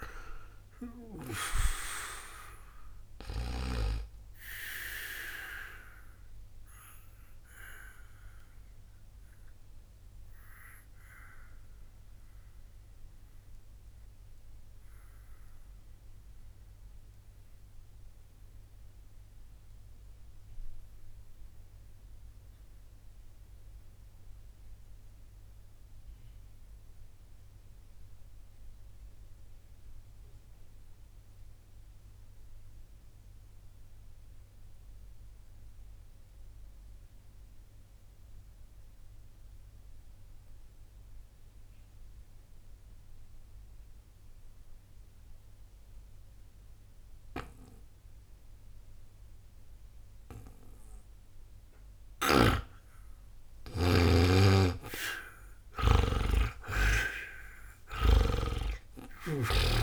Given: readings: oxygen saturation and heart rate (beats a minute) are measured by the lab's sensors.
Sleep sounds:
breathing in sleep by a room microphone; 1
0.00-2.00 s: arousal
3.50-25.50 s: oxygen desaturation (device-marked, oxygen 87% before, 75% lowest, heart rate 60 before, 59 extreme)
5.50-53.00 s: obstructive apnea (oxygen 94% before, 75% lowest, heart rate 60 before, 59 extreme, up 20 after)
47.50-59.83 s: oxygen desaturation (device-marked, oxygen 98% before, 76% lowest, heart rate 61 before, 60 extreme)
52.00-56.00 s: snoring (device-marked)
58.00-59.83 s: arousal
From the record:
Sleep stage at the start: N2 (light sleep); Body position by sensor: on the back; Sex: male

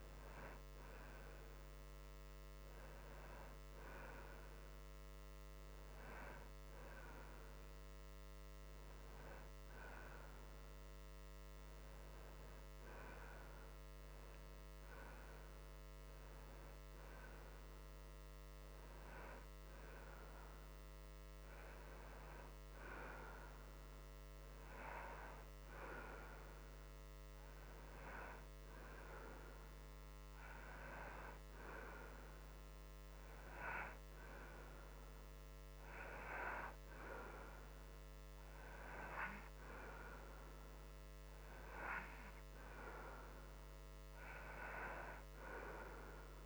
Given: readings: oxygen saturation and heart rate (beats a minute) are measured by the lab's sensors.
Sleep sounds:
breathing in sleep by a microphone on the trachea; none
none scored
From the record:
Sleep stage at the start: N2 (light sleep); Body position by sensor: on the right side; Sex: male

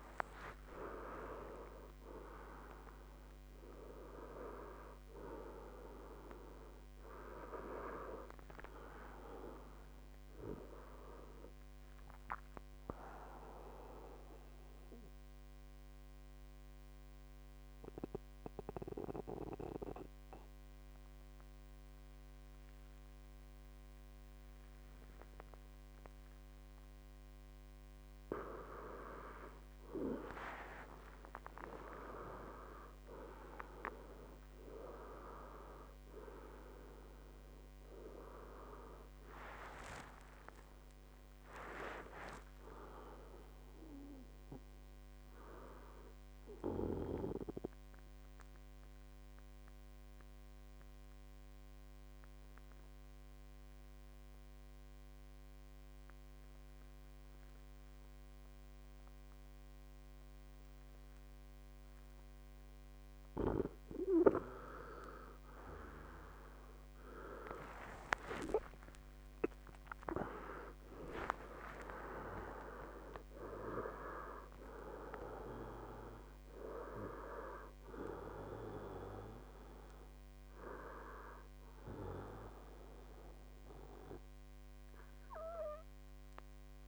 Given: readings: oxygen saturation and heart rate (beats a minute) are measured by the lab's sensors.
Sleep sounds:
breathing in sleep by a microphone on the trachea; 2
0.00-3.00 s: arousal
13.00-15.00 s: long interval between heartbeats (device-marked, heart rate 74 before, 81 extreme)
14.00-28.50 s: mixed apnea (oxygen 97% before, 92% lowest, heart rate 75 before, 69 extreme, up 11 after)
31.50-36.00 s: arousal
47.00-64.00 s: mixed apnea (oxygen 97% before, 92% lowest, heart rate 78 before, 67 extreme, up 16 after)
49.00-51.00 s: long interval between heartbeats (device-marked, heart rate 78 before, 78 extreme)
68.00-71.50 s: arousal
From the record:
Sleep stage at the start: N2 (light sleep); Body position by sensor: on the right side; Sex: male

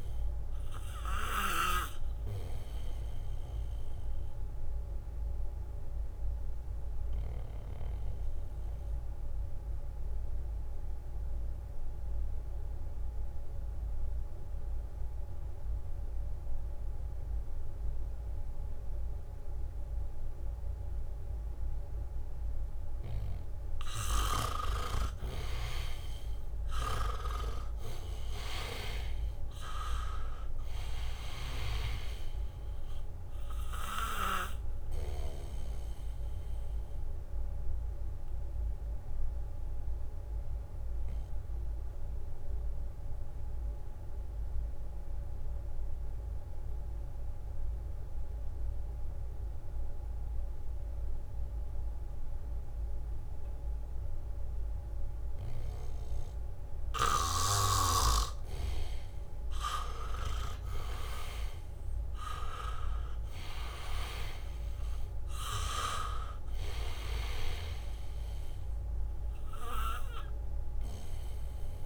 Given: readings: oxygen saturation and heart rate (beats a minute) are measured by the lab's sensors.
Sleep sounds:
breathing in sleep by a room microphone; 2
0.00-18.00 s: oxygen desaturation (device-marked, oxygen 81% lowest, heart rate 69 extreme)
4.00-23.00 s: mixed apnea (oxygen 98% before, 80% lowest, heart rate 71 before, 70 extreme, up 2 after)
25.50-29.50 s: arousal
28.00-50.00 s: oxygen desaturation (device-marked, oxygen 98% before, 81% lowest, heart rate 71 before, 67 extreme)
35.50-56.50 s: mixed apnea (oxygen 98% before, 80% lowest, heart rate 71 before, 67 extreme, up 1 after)
54.00-71.86 s: oxygen desaturation (device-marked, oxygen 98% before, 80% lowest, heart rate 70 before, 66 extreme)
59.50-65.50 s: leg movement (device-marked)
60.50-65.00 s: arousal
From the record:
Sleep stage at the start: N2 (light sleep); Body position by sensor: on the back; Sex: male

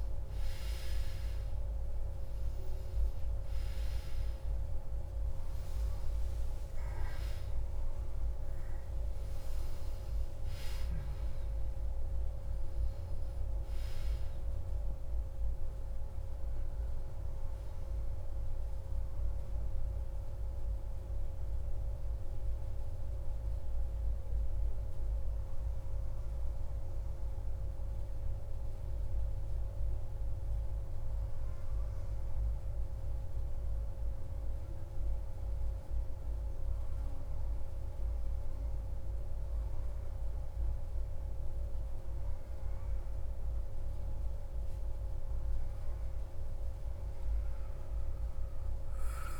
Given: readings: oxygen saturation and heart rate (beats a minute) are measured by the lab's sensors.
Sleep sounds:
breathing in sleep, hard to hear, by a room microphone; 1
0.00-11.50 s: oxygen desaturation (device-marked, oxygen 90% lowest)
13.50-18.00 s: arousal
20.00-44.50 s: central apnea (oxygen 98% before, 93% lowest)
46.00-49.40 s: arousal
From the record:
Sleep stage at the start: N2 (light sleep); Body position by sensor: on the back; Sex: male

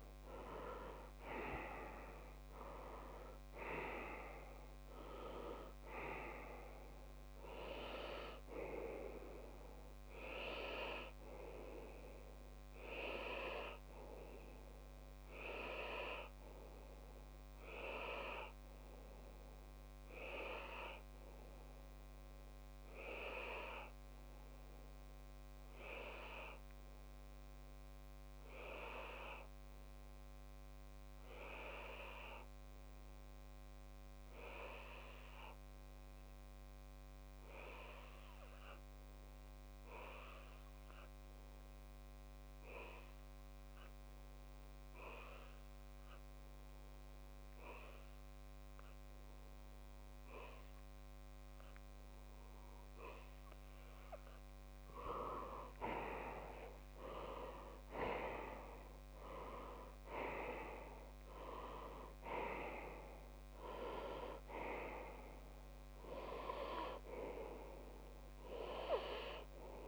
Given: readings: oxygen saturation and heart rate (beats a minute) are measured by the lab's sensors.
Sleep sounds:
breathing in sleep by a microphone on the trachea; 1
0.00-2.50 s: arousal
0.00-12.50 s: oxygen desaturation (device-marked, oxygen 94% lowest)
15.00-54.50 s: obstructive apnea (oxygen 98% before, 93% lowest)
49.50-69.88 s: oxygen desaturation (device-marked, oxygen 98% before, 93% lowest)
56.00-60.00 s: arousal
From the record:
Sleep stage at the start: N2 (light sleep); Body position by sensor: on the left side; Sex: male

